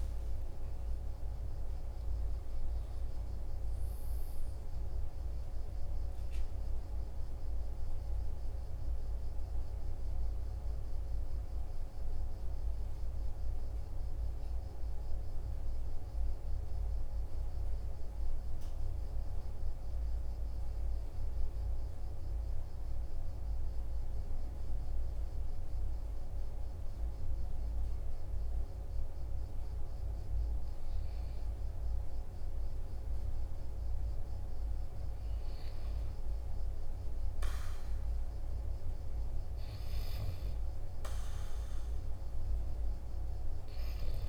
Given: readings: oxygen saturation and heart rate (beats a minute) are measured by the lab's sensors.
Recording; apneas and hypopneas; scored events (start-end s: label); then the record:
breathing in sleep, hard to hear, by a room microphone; 1
5.50-35.50 s: oxygen desaturation (device-marked, oxygen 96% before, 91% lowest, heart rate 48 before, 43 extreme)
17.00-32.00 s: obstructive apnea (oxygen 97% before, 91% lowest, heart rate 48 before, 43 extreme, up 4 after)
35.00-39.50 s: arousal
From the record:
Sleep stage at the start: N2 (light sleep); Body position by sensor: on the right side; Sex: male